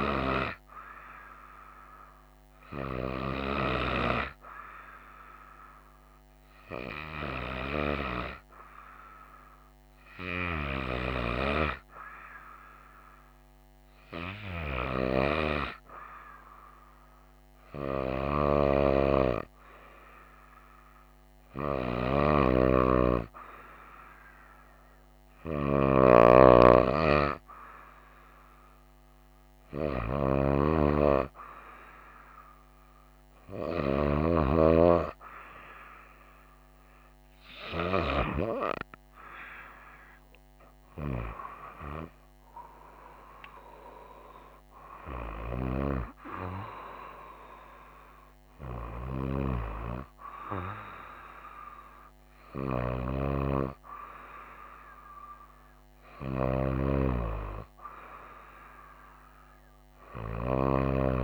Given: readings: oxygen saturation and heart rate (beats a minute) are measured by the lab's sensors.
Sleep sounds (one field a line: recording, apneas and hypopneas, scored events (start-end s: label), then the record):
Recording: breathing in sleep by a microphone on the trachea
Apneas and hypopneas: 1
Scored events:
1.50-19.50 s: hypopnea (oxygen 96% before, 94% lowest, heart rate 65 before, 57 extreme, up 6 after)
21.50-25.50 s: arousal
From the record:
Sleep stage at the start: N2 (light sleep)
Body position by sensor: on the right side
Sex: female